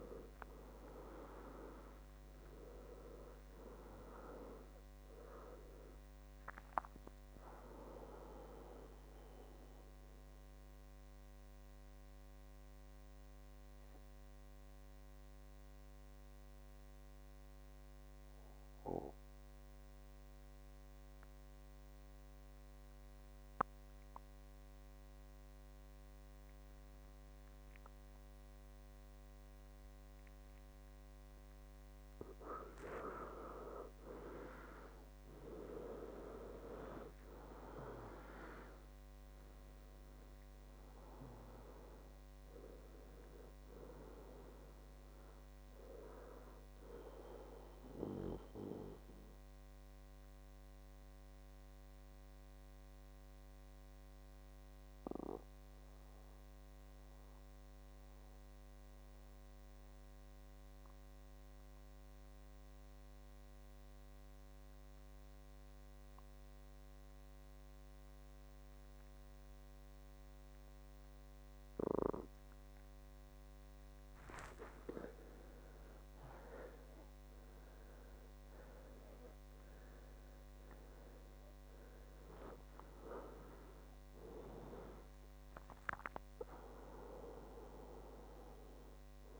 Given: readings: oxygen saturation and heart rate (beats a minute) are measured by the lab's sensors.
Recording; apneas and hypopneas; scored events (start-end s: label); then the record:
breathing in sleep by a microphone on the trachea; 2
0.00-1.50 s: arousal
0.00-22.00 s: oxygen desaturation (device-marked, oxygen 93% lowest, heart rate 60 extreme)
8.00-32.50 s: mixed apnea (oxygen 97% before, 92% lowest, heart rate 70 before, 57 extreme, up 13 after)
34.00-39.00 s: arousal
42.00-57.00 s: oxygen desaturation (device-marked, oxygen 97% before, 93% lowest, heart rate 69 before, 57 extreme)
48.50-74.50 s: mixed apnea (oxygen 98% before, 92% lowest, heart rate 72 before, 57 extreme, up 19 after)
75.00-89.40 s: oxygen desaturation (device-marked, oxygen 98% before, 92% lowest, heart rate 60 before, 58 extreme)
75.50-81.50 s: arousal
From the record:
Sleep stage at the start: N2 (light sleep); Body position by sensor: on the back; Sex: male